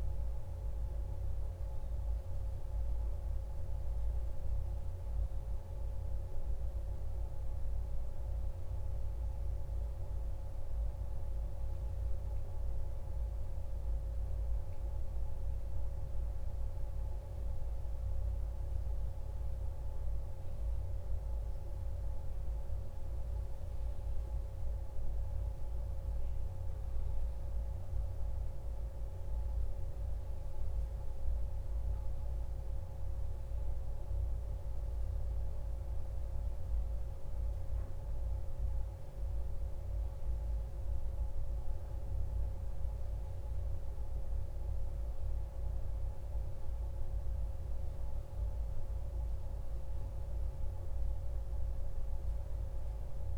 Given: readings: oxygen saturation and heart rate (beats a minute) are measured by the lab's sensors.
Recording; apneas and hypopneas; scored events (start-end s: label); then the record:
a person partly awake in a sleep study, hard to hear, by a room microphone; none
4.50-53.38 s: new sleep stage, N1 (lightest sleep)
From the record:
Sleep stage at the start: awake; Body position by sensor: on the back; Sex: male